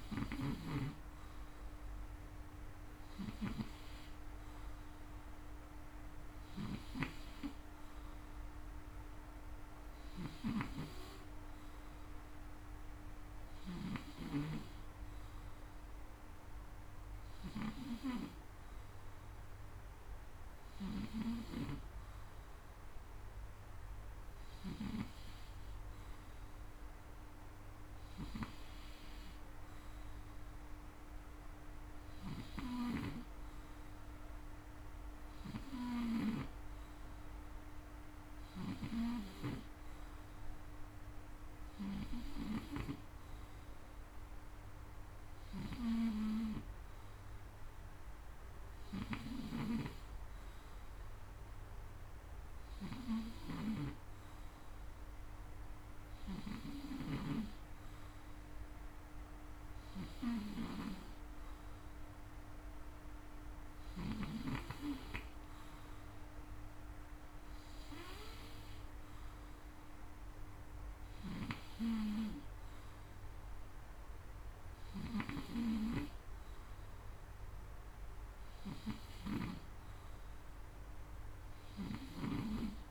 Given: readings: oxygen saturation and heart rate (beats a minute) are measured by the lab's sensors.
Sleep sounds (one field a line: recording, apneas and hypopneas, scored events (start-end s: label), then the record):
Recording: breathing in sleep by a room microphone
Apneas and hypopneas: none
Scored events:
6.00-13.50 s: snoring (device-marked)
20.00-24.50 s: snoring (device-marked)
48.50-53.50 s: snoring (device-marked)
55.50-63.50 s: snoring (device-marked)
70.50-82.00 s: snoring (device-marked)
From the record:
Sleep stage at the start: N2 (light sleep)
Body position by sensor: on the front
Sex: male